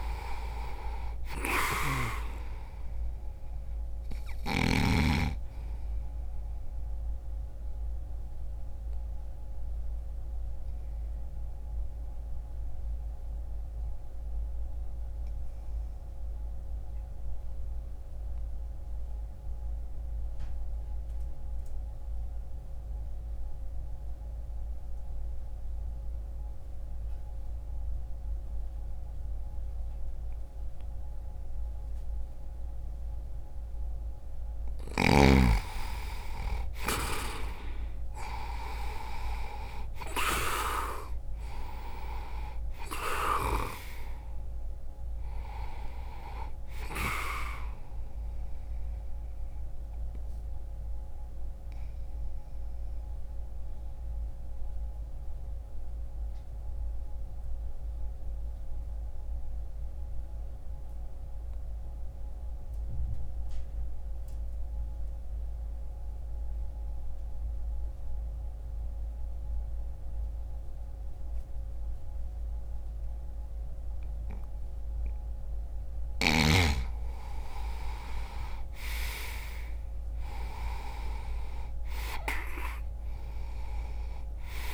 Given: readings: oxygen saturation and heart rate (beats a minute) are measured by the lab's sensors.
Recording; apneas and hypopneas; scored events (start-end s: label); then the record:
breathing in sleep by a room microphone; 2
0.00-4.50 s: snoring (device-marked)
0.00-30.50 s: oxygen desaturation (device-marked, oxygen 84% lowest, heart rate 59 extreme)
6.50-33.50 s: obstructive apnea (oxygen 98% before, 84% lowest, heart rate 61 before, 59 extreme, up 6 after)
35.00-38.50 s: arousal
39.50-51.50 s: oxygen desaturation (device-marked, oxygen 97% before, 91% lowest, heart rate 63 before, 60 extreme)
47.50-75.50 s: obstructive apnea (oxygen 97% before, 86% lowest, heart rate 62 before, 60 extreme, up 2 after)
60.50-74.50 s: oxygen desaturation (device-marked, oxygen 92% before, 86% lowest, heart rate 60 before, 60 extreme)
76.50-81.50 s: arousal
From the record:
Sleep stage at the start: N2 (light sleep); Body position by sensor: on the back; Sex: male